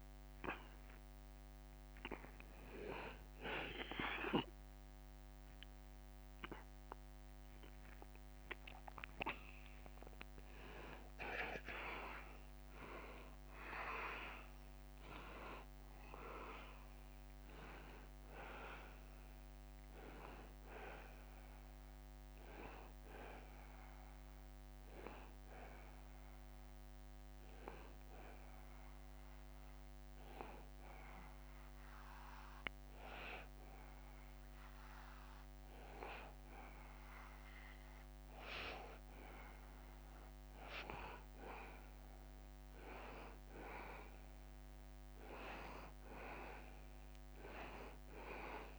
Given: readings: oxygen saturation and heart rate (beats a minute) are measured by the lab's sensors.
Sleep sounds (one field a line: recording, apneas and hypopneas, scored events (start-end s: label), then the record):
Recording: breathing in sleep by a microphone on the trachea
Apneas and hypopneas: 1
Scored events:
0.00-5.00 s: arousal
0.00-14.00 s: oxygen desaturation (device-marked, oxygen 94% before, 90% lowest, heart rate 80 before, 79 extreme)
27.00-39.50 s: obstructive apnea (oxygen 93% before, 90% lowest, heart rate 85 before, 78 extreme, up 0 after)
41.50-45.50 s: arousal
From the record:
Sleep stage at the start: N2 (light sleep)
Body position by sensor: on the back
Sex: male